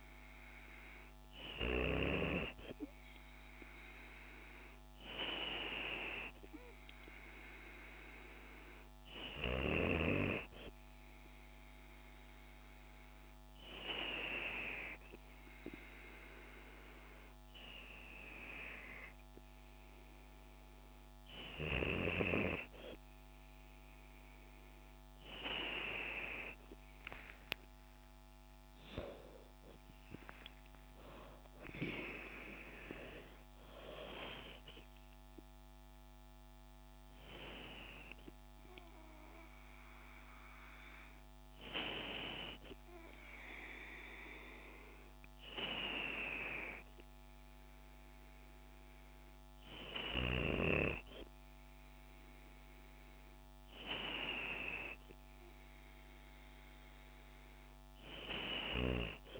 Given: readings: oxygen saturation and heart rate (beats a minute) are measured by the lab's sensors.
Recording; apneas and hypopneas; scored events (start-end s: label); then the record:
breathing in sleep by a microphone on the trachea; 1
13.00-24.50 s: hypopnea (oxygen 96% before, 95% lowest, heart rate 72 before, 69 extreme, up 19 after)
27.50-31.00 s: arousal
From the record:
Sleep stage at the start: N2 (light sleep); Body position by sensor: on the back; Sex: female